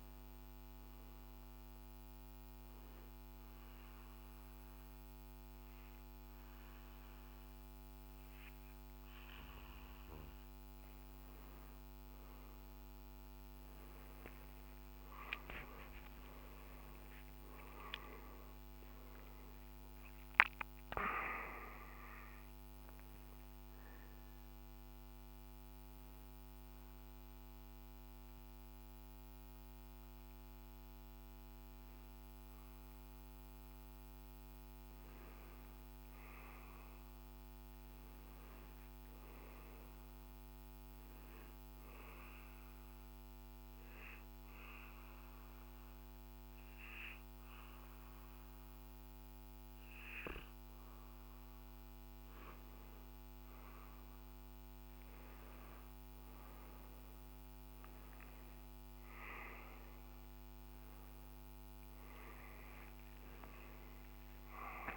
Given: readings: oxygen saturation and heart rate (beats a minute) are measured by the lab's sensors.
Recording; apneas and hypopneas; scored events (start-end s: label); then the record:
breathing in sleep by a microphone on the trachea; 3
0.00-11.50 s: oxygen desaturation (device-marked, oxygen 93% lowest, heart rate 54 extreme)
1.00-11.00 s: obstructive apnea (oxygen 98% before, 92% lowest, heart rate 68 before, 54 extreme, up 24 after)
14.00-18.00 s: arousal
19.50-30.50 s: oxygen desaturation (device-marked, oxygen 97% before, 92% lowest, heart rate 64 before, 52 extreme)
24.00-34.00 s: obstructive apnea (oxygen 98% before, 92% lowest, heart rate 66 before, 52 extreme, up 10 after)
36.00-39.00 s: arousal
41.00-52.50 s: obstructive apnea (oxygen 98% before, 91% lowest, heart rate 69 before, 52 extreme, up 18 after)
58.50-64.00 s: arousal
59.50-64.97 s: oxygen desaturation (device-marked, oxygen 96% before, 93% lowest, heart rate 62 before, 63 extreme)
From the record:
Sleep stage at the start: N2 (light sleep); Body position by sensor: on the back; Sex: male